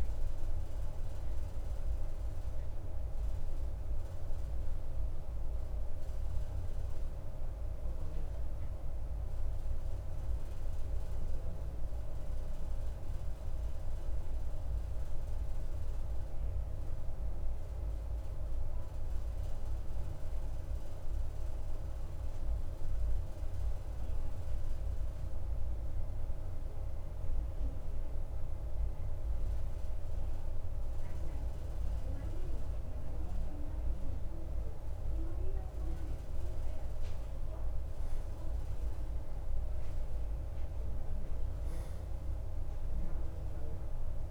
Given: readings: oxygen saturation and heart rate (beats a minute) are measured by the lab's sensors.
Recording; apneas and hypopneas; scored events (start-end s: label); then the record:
breathing in sleep, hard to hear, by a room microphone; 1
11.50-32.00 s: obstructive apnea (oxygen 94% before, 92% lowest, heart rate 55 before, 53 extreme, up 1 after)
34.00-38.50 s: arousal
From the record:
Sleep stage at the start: N2 (light sleep); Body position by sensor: on the right side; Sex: male